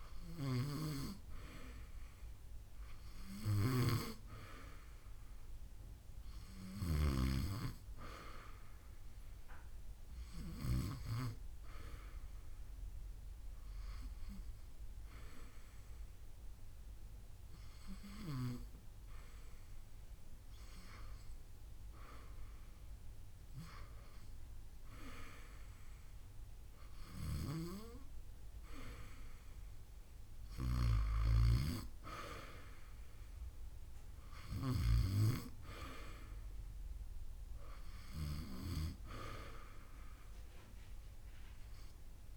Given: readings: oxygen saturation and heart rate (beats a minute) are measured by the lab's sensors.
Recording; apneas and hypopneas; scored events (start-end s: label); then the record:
breathing in sleep by a room microphone; 1
3.00-6.50 s: arousal
8.00-39.00 s: oxygen desaturation (device-marked, oxygen 95% before, 88% lowest)
9.50-22.00 s: hypopnea (oxygen 95% before, 84% lowest)
22.00-42.37 s: new sleep stage, N2 (light sleep)
22.50-26.50 s: arousal
25.50-27.50 s: long interval between heartbeats (device-marked)
From the record:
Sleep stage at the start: REM sleep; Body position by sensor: on the back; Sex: female